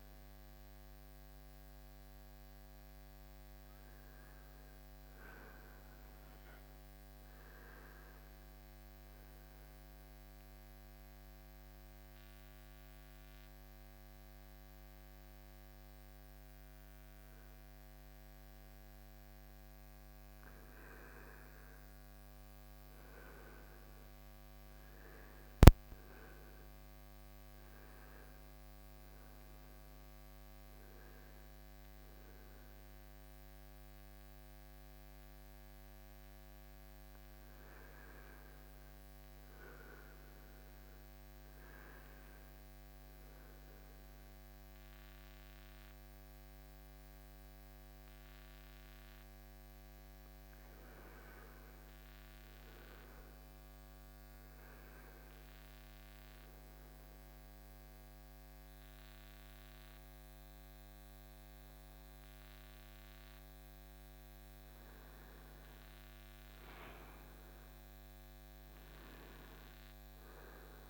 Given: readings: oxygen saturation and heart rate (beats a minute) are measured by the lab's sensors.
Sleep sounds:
breathing in sleep, hard to hear, by a microphone on the trachea; 1
16.50-31.50 s: oxygen desaturation (device-marked, oxygen 95% before, 91% lowest, heart rate 70 before, 68 extreme)
46.00-49.50 s: arousal
55.00-66.00 s: hypopnea (oxygen 98% before, 92% lowest, heart rate 70 before, 66 extreme, up 4 after)
68.00-70.90 s: arousal
From the record:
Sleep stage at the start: N2 (light sleep); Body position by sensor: on the right side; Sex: male

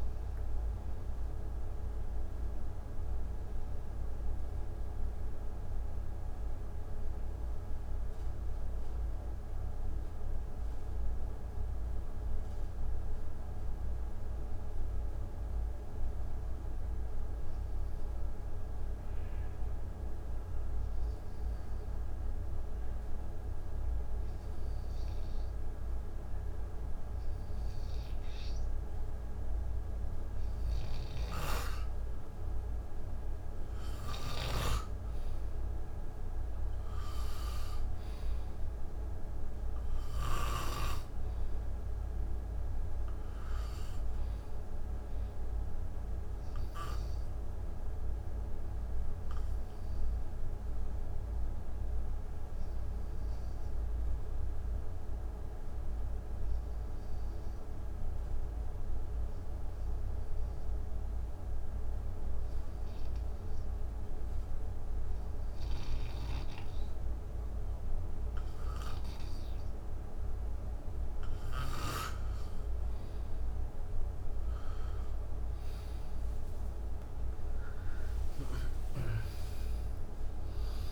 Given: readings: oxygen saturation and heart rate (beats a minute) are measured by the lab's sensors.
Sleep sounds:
breathing in sleep, hard to hear, by a room microphone; 2
0.00-16.50 s: oxygen desaturation (device-marked, oxygen 92% lowest, heart rate 52 extreme)
2.50-29.50 s: hypopnea (oxygen 98% before, 89% lowest, heart rate 70 before, 55 extreme, up 4 after)
29.50-55.50 s: oxygen desaturation (device-marked, oxygen 97% before, 91% lowest, heart rate 59 before, 54 extreme)
30.50-40.50 s: snoring (device-marked)
32.00-35.50 s: arousal
49.00-67.50 s: obstructive apnea (oxygen 97% before, 89% lowest, heart rate 64 before, 54 extreme, up 22 after)
65.00-68.50 s: snoring (device-marked)
69.50-80.92 s: oxygen desaturation (device-marked, oxygen 96% before, 89% lowest, heart rate 60 before, 53 extreme)
70.50-74.00 s: snoring (device-marked)
78.50-80.92 s: arousal
From the record:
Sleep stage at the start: N2 (light sleep); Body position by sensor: on the right side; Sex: male

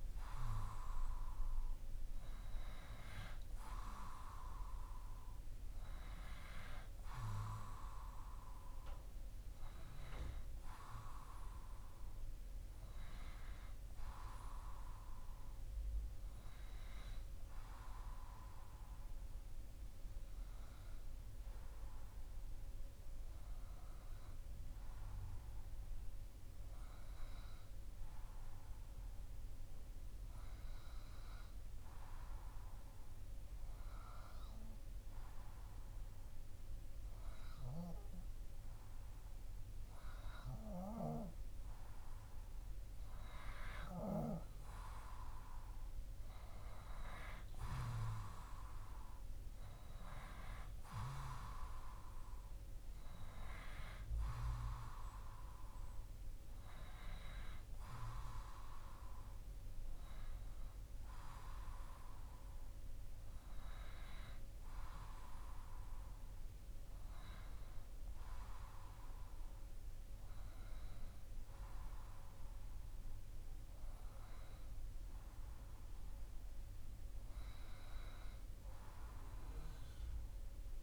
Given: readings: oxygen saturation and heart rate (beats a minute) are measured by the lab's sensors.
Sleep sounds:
breathing in sleep by a room microphone; 1
18.00-41.50 s: hypopnea (oxygen 96% before, 94% lowest, heart rate 61 before, 59 extreme, up 3 after)
43.50-48.00 s: arousal
76.00-79.00 s: arousal
From the record:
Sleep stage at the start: N2 (light sleep); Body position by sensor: on the back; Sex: male

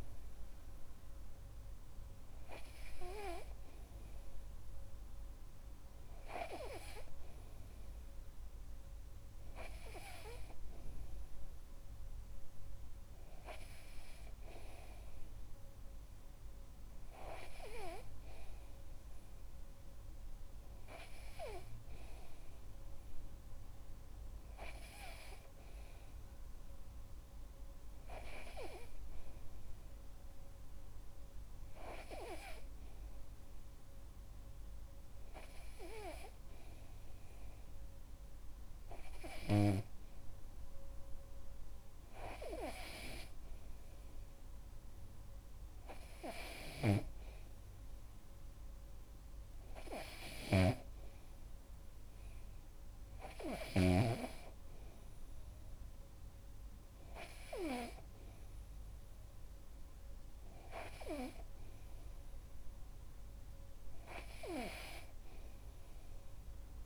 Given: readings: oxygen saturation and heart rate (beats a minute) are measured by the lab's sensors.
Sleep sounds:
breathing in sleep by a room microphone; none
none scored
From the record:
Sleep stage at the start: N2 (light sleep); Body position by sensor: on the back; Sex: male

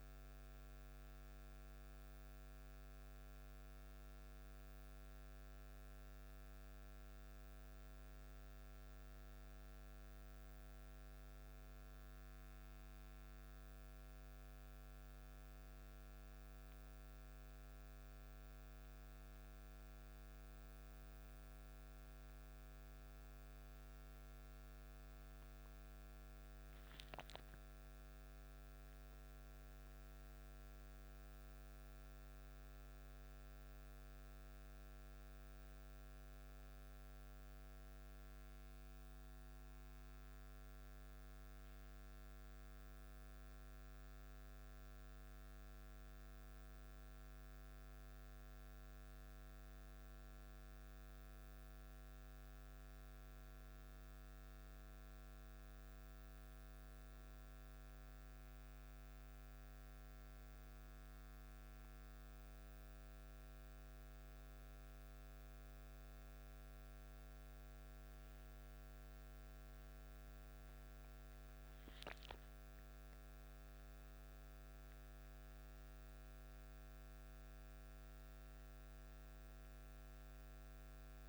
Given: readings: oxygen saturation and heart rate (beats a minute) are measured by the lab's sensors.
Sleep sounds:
breathing in sleep, hard to hear, by a microphone on the trachea; none
none scored
From the record:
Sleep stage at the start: N1 (lightest sleep); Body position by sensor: on the back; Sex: male

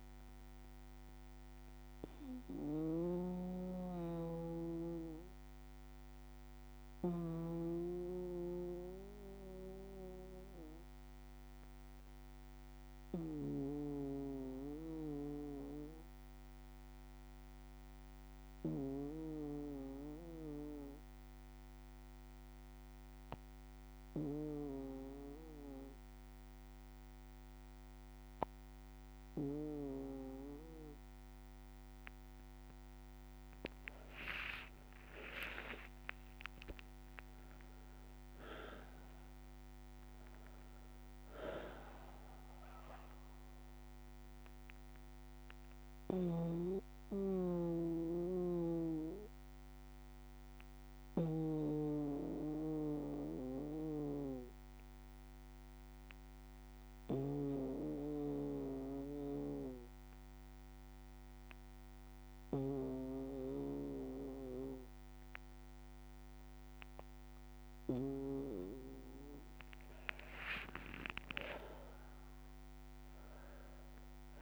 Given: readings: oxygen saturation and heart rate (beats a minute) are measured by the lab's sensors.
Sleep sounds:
breathing in sleep by a microphone on the trachea; 2
0.00-17.50 s: oxygen desaturation (device-marked, oxygen 92% lowest, heart rate 55 extreme)
0.50-8.50 s: bradycardia (device-marked, heart rate 61 before, 56 extreme)
2.50-7.50 s: snoring (device-marked)
2.50-31.50 s: obstructive apnea (oxygen 98% before, 91% lowest, heart rate 60 before, 55 extreme, up 24 after)
12.00-14.00 s: long interval between heartbeats (device-marked, heart rate 60 before, 64 extreme)
15.50-30.50 s: bradycardia (device-marked, heart rate 61 before, 56 extreme)
32.50-60.50 s: oxygen desaturation (device-marked, oxygen 98% before, 91% lowest, heart rate 60 before, 55 extreme)
34.50-39.00 s: arousal
35.00-37.00 s: long interval between heartbeats (device-marked, heart rate 59 before, 77 extreme)
45.00-68.50 s: obstructive apnea (oxygen 99% before, 91% lowest, heart rate 66 before, 55 extreme, up 7 after)
45.50-67.50 s: bradycardia (device-marked, heart rate 61 before, 55 extreme)
46.00-51.50 s: snoring (device-marked)
64.50-74.42 s: new sleep stage, awake
From the record:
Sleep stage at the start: N2 (light sleep); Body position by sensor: on the back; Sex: male

